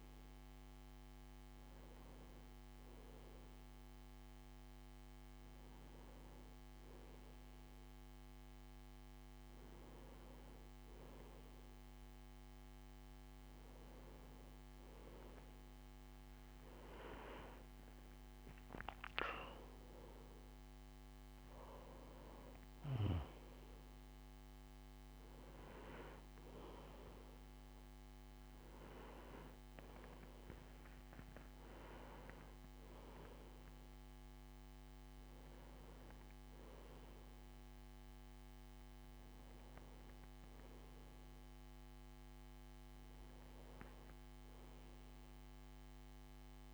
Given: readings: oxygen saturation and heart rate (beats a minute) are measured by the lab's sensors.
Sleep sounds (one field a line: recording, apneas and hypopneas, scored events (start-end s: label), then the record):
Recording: breathing in sleep by a microphone on the trachea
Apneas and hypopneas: none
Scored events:
none scored
From the record:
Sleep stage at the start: N1 (lightest sleep)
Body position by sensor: on the right side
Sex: male